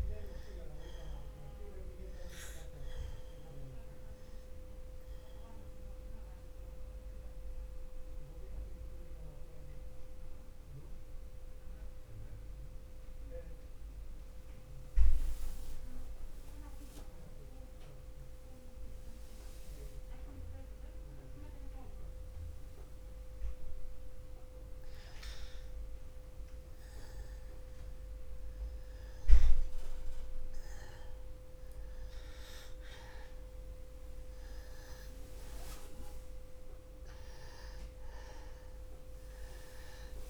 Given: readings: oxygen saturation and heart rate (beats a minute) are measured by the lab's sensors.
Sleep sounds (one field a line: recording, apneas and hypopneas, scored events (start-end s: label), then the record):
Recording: breathing in sleep by a room microphone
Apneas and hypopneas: 1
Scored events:
0.00-23.50 s: oxygen desaturation (device-marked, oxygen 85% lowest, heart rate 60 extreme)
6.00-26.50 s: mixed apnea (oxygen 98% before, 85% lowest, heart rate 60 before, 60 extreme, up 0 after)
34.50-39.00 s: arousal
From the record:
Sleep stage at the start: N2 (light sleep)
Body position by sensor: on the back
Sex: male